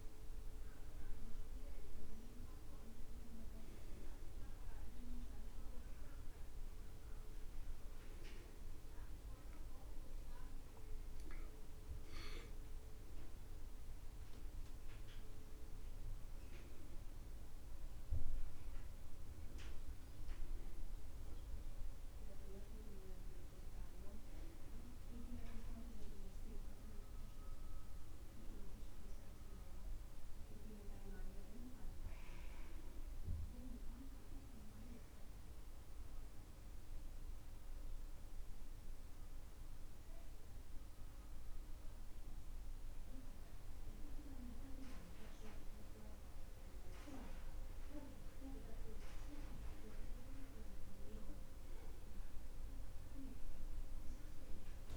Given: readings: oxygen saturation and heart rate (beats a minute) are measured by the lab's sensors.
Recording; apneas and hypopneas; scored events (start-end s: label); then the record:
breathing in sleep by a room microphone; 1
0.00-31.50 s: oxygen desaturation (device-marked, oxygen 87% lowest, heart rate 61 extreme)
27.50-54.96 s: new sleep stage, N2 (light sleep)
28.00-32.50 s: arousal
35.50-50.50 s: central apnea (oxygen 98% before, 89% lowest, heart rate 67 before, 61 extreme, up 11 after)
52.00-54.96 s: arousal
53.50-54.96 s: oxygen desaturation (device-marked, oxygen 97% before, 93% lowest, heart rate 63 before, 62 extreme)
From the record:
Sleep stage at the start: N1 (lightest sleep); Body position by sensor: on the back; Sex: male